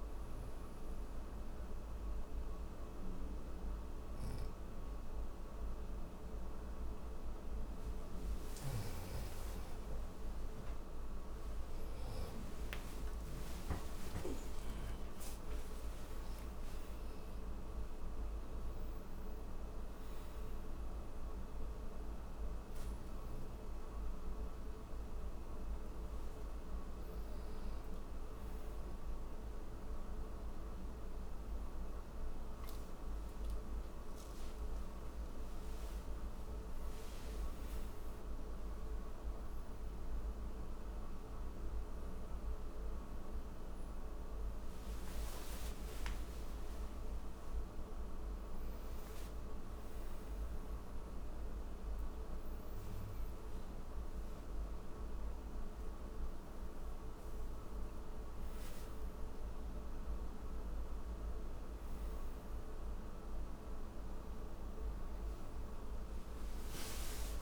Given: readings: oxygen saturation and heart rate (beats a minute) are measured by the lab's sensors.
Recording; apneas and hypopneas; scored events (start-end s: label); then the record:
breathing in sleep, hard to hear, by a room microphone; none
none scored
From the record:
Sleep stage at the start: N3 (deep sleep); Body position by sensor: on the back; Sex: male